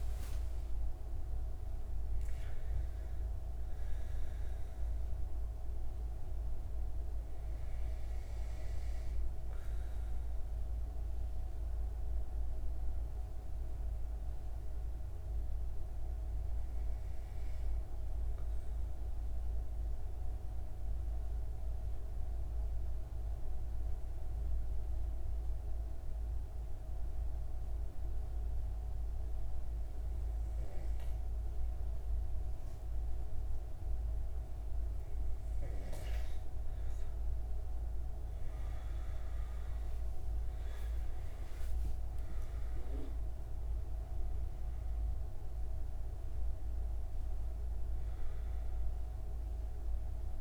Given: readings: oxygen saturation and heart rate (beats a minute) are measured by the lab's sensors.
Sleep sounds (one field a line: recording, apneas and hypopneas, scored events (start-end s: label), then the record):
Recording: breathing in sleep, hard to hear, by a room microphone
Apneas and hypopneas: 1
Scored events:
0.00-2.00 s: arousal
18.50-35.50 s: mixed apnea (oxygen 96% before, 92% lowest)
38.00-41.50 s: arousal
38.50-50.41 s: oxygen desaturation (device-marked, oxygen 97% before, 92% lowest)
From the record:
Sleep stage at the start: N2 (light sleep)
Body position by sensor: on the right side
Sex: male